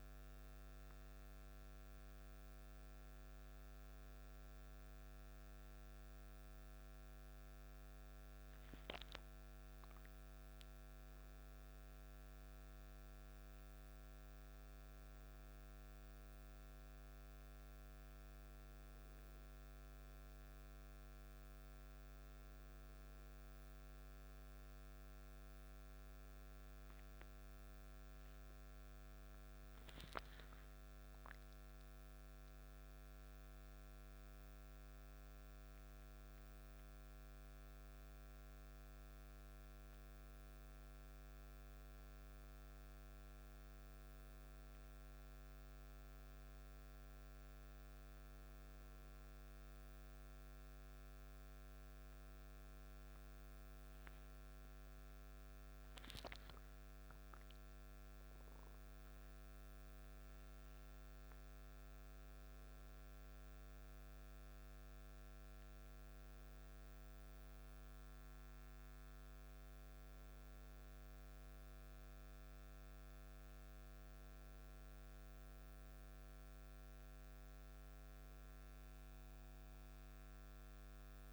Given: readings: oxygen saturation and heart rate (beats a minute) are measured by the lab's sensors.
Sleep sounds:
breathing in sleep, hard to hear, by a microphone on the trachea; none
54.50-59.00 s: arousal
77.00-81.33 s: new sleep stage, N2 (light sleep)
From the record:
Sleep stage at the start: N1 (lightest sleep); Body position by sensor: on the back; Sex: male

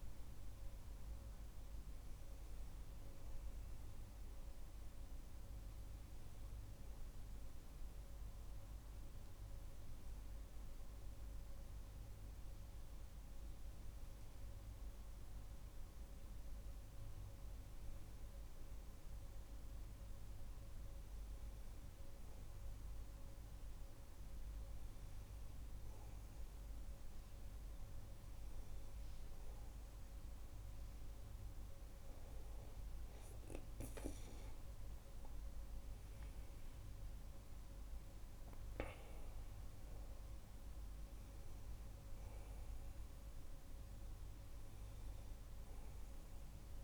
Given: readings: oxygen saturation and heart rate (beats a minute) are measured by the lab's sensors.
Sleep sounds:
breathing in sleep, hard to hear, by a room microphone; none
36.00-39.00 s: arousal
From the record:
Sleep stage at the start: N1 (lightest sleep); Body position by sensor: on the back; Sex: male

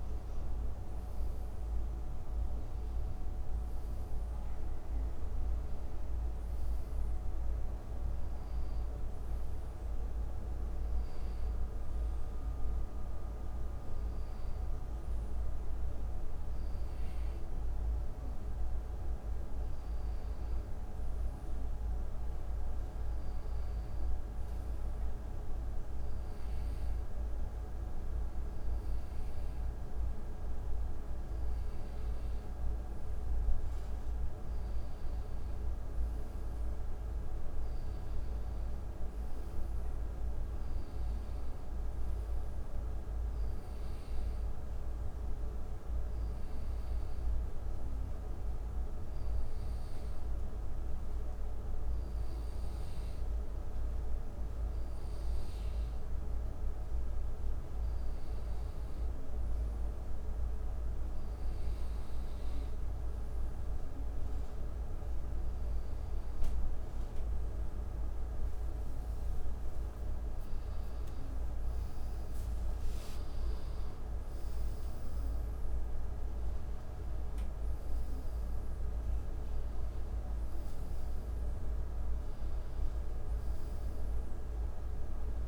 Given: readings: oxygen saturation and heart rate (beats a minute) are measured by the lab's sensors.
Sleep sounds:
a person partly awake in a sleep study, hard to hear, by a room microphone; 2
10.50-21.50 s: hypopnea (oxygen 94% before, 90% lowest, heart rate 78 before, 75 extreme, up 0 after)
12.00-72.00 s: new sleep stage, N2 (light sleep)
24.50-29.50 s: arousal
46.50-60.00 s: hypopnea (oxygen 93% before, 90% lowest, heart rate 77 before, 72 extreme, up 1 after)
72.00-85.47 s: new sleep stage, awake
73.00-79.00 s: snoring (device-marked)
From the record:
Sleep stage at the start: awake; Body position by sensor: on the back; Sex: male

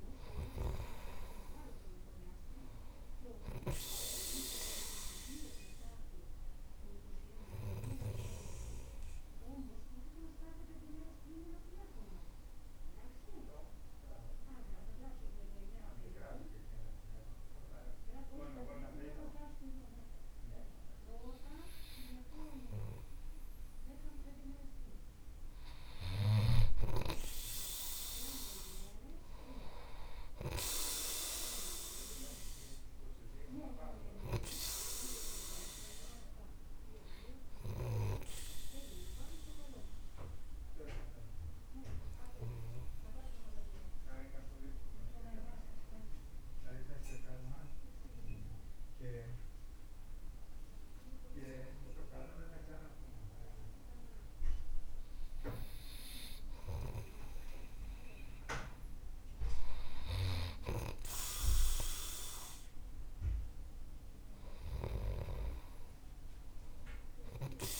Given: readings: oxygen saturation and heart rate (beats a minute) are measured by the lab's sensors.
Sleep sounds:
breathing in sleep by a room microphone; 2
0.00-3.00 s: oxygen desaturation (device-marked, oxygen 93% lowest, heart rate 48 extreme)
3.50-8.50 s: snoring (device-marked)
9.50-21.00 s: obstructive apnea (oxygen 97% before, 92% lowest, heart rate 52 before, 48 extreme, up 5 after)
24.00-26.50 s: arousal
43.50-56.50 s: obstructive apnea (oxygen 97% before, 92% lowest, heart rate 53 before, 49 extreme, up 3 after)
49.00-59.00 s: oxygen desaturation (device-marked, oxygen 97% before, 92% lowest, heart rate 52 before, 49 extreme)
58.50-62.00 s: arousal
60.50-65.50 s: snoring (device-marked)
From the record:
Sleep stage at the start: N2 (light sleep); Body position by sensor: on the right side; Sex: male

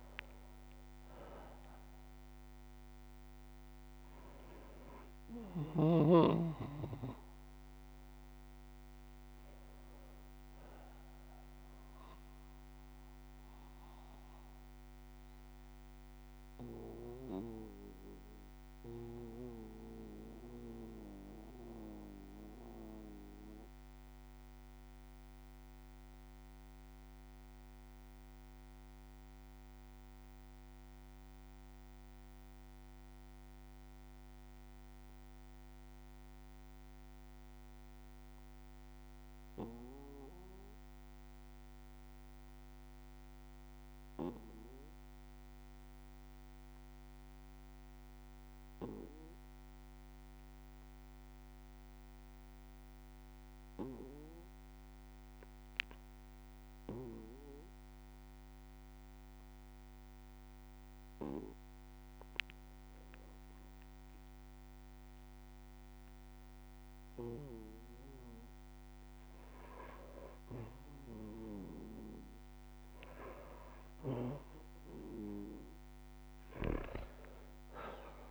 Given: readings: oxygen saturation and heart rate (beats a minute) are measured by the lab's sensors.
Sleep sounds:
breathing in sleep by a microphone on the trachea; 1
0.00-26.00 s: oxygen desaturation (device-marked, oxygen 95% lowest, heart rate 55 extreme)
9.00-71.00 s: bradycardia (device-marked, heart rate 59 before, 55 extreme)
11.50-69.50 s: obstructive apnea (oxygen 99% before, 85% lowest, heart rate 61 before, 55 extreme, up 3 after)
30.00-78.31 s: new sleep stage, REM sleep
52.00-78.31 s: oxygen desaturation (device-marked, oxygen 97% before, 85% lowest, heart rate 56 before, 58 extreme)
71.50-76.50 s: arousal
From the record:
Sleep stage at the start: N2 (light sleep); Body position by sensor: on the back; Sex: male

